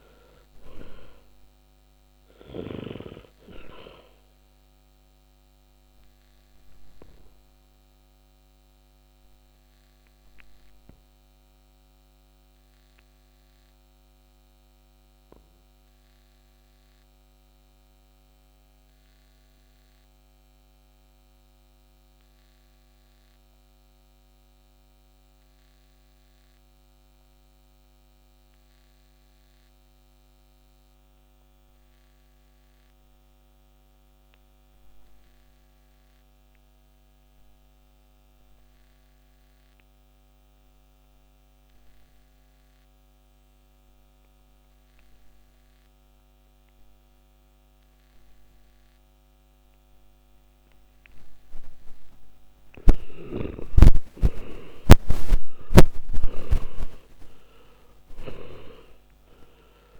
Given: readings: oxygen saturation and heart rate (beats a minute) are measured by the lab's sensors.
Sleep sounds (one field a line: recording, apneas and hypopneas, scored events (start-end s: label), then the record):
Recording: breathing in sleep by a microphone on the trachea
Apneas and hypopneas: 1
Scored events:
1.50-40.50 s: oxygen desaturation (device-marked, oxygen 99% before, 74% lowest, heart rate 57 before, 46 extreme)
6.00-52.00 s: obstructive apnea (oxygen 100% before, 74% lowest, heart rate 59 before, 47 extreme, up 23 after)
53.00-58.00 s: arousal
53.00-60.00 s: snoring (device-marked)
From the record:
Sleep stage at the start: N2 (light sleep)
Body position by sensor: on the back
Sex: male